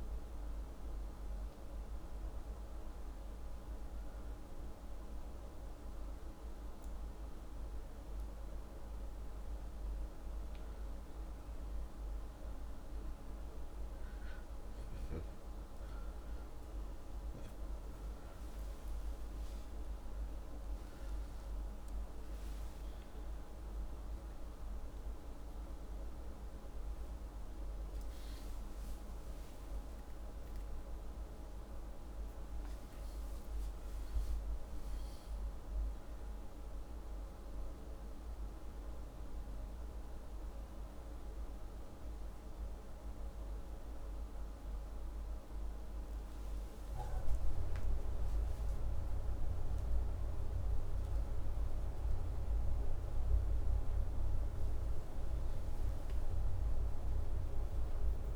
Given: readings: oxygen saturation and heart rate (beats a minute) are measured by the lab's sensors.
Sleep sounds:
a person partly awake in a sleep study, hard to hear, by a room microphone; none
30.00-58.36 s: new sleep stage, awake
From the record:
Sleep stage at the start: N1 (lightest sleep); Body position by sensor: upright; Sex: male

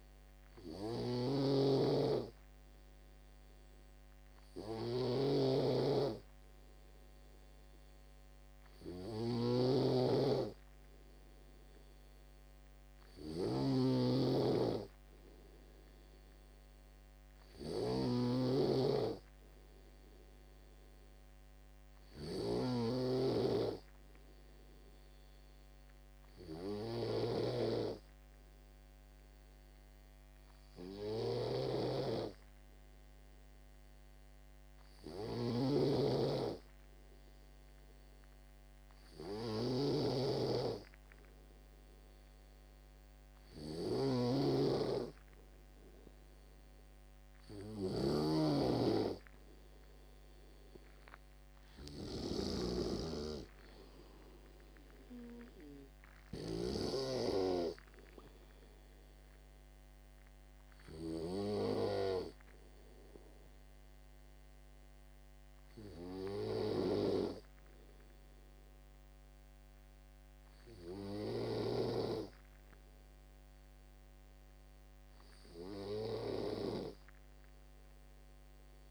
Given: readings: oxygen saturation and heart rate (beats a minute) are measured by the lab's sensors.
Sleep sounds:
breathing in sleep by a microphone on the trachea; none
0.00-23.00 s: snoring (device-marked)
35.50-57.00 s: snoring (device-marked)
From the record:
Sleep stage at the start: N3 (deep sleep); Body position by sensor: on the back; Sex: male

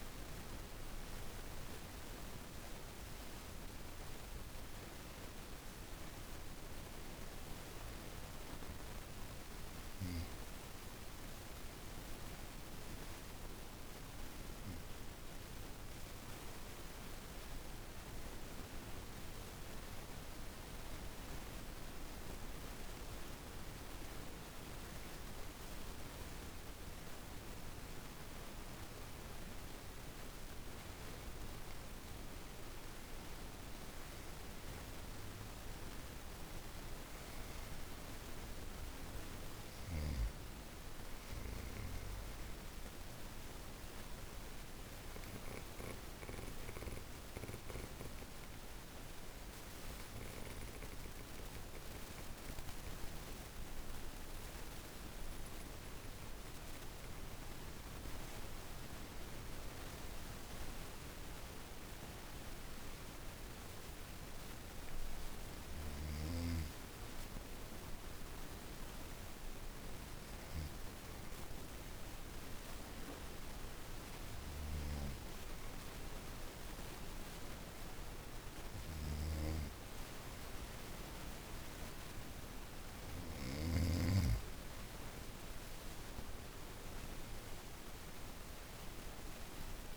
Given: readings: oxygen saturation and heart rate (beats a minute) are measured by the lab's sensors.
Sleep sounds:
breathing in sleep, hard to hear, by a room microphone; 3
0.00-18.00 s: oxygen desaturation (device-marked, oxygen 89% lowest, heart rate 35 extreme)
12.00-31.00 s: obstructive apnea (oxygen 96% before, 84% lowest, heart rate 47 before, 46 extreme, up 1 after)
32.00-52.00 s: oxygen desaturation (device-marked, oxygen 98% before, 84% lowest, heart rate 53 before, 50 extreme)
33.00-37.50 s: arousal
45.50-57.50 s: obstructive apnea (oxygen 98% before, 84% lowest, heart rate 52 before, 53 extreme, up 3 after)
59.50-62.50 s: arousal
66.00-82.50 s: obstructive apnea (oxygen 98% before, 90% lowest, heart rate 54 before, 43 extreme, up 4 after)
85.50-89.97 s: arousal
86.00-89.97 s: oxygen desaturation (device-marked, oxygen 96% before, 90% lowest, heart rate 54 before, 38 extreme)
From the record:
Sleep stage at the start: N2 (light sleep); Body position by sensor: on the back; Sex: female

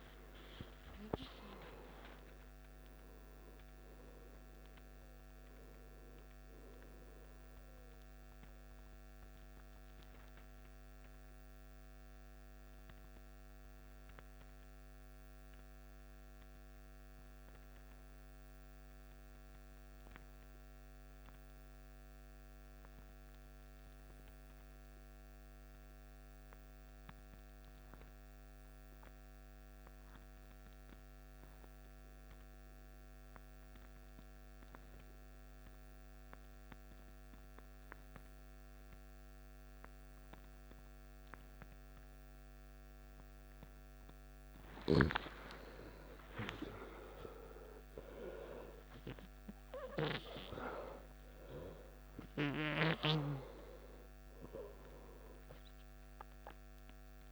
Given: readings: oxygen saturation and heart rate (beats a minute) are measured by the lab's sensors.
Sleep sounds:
breathing in sleep by a microphone on the trachea; 1
9.00-45.00 s: obstructive apnea (oxygen 94% before, 87% lowest, heart rate 71 before, 53 extreme, up 14 after)
9.00-57.32 s: new sleep stage, N2 (light sleep)
34.00-57.32 s: oxygen desaturation (device-marked, oxygen 98% before, 89% lowest, heart rate 54 before, 54 extreme)
46.00-50.50 s: arousal
From the record:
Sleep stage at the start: N1 (lightest sleep); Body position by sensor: on the left side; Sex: male

